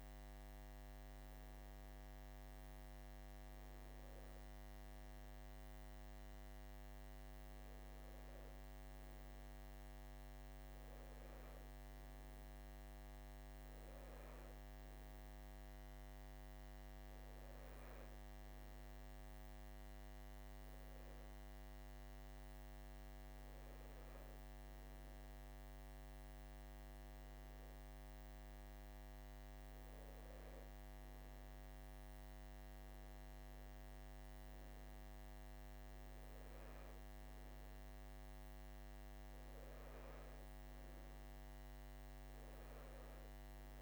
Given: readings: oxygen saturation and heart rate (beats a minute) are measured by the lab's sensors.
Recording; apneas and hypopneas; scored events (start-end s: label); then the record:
breathing in sleep, hard to hear, by a microphone on the trachea; none
none scored
From the record:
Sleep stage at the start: N2 (light sleep); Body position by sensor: on the right side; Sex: male